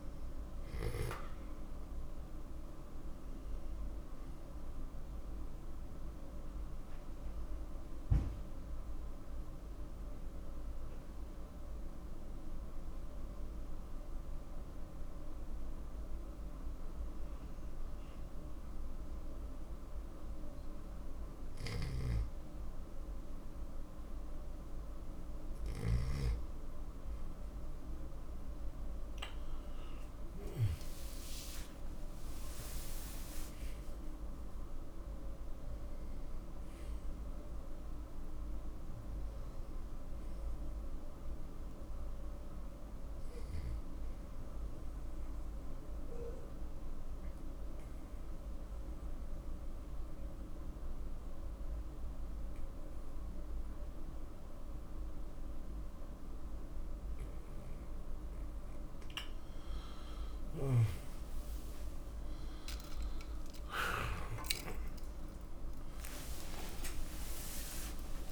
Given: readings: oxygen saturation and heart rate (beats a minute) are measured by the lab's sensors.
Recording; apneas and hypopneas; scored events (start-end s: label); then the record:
a person partly awake in a sleep study, hard to hear, by a room microphone; 2
2.00-13.00 s: oxygen desaturation (device-marked, oxygen 96% before, 91% lowest, heart rate 81 before, 69 extreme)
4.00-26.50 s: obstructive apnea (oxygen 97% before, 91% lowest, heart rate 81 before, 65 extreme, up 10 after)
28.00-32.00 s: arousal
32.00-48.00 s: oxygen desaturation (device-marked, oxygen 96% before, 91% lowest, heart rate 75 before, 65 extreme)
41.00-59.50 s: obstructive apnea (oxygen 96% before, 91% lowest, heart rate 79 before, 65 extreme, up 45 after)
49.00-68.32 s: new sleep stage, awake
From the record:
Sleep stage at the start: N2 (light sleep); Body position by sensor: on the back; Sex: male